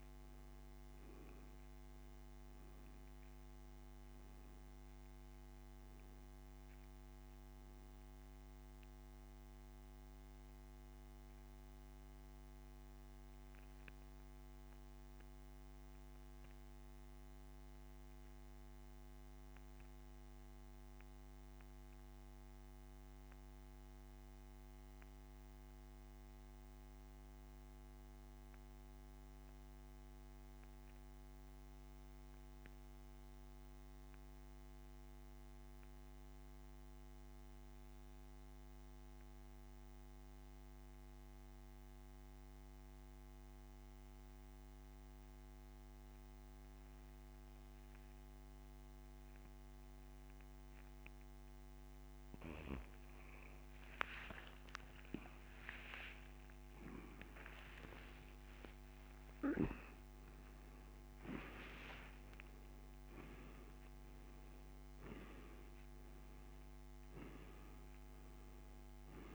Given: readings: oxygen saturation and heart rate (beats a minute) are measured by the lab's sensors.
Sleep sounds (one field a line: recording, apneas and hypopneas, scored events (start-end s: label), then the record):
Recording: breathing in sleep by a microphone on the trachea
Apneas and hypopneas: 1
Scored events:
10.00-51.50 s: mixed apnea (oxygen 97% before, 82% lowest)
23.00-42.00 s: oxygen desaturation (device-marked, oxygen 92% before, 85% lowest)
54.00-63.00 s: oxygen desaturation (device-marked, oxygen 98% before, 94% lowest)
55.00-61.50 s: arousal
From the record:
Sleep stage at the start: N2 (light sleep)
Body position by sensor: on the back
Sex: male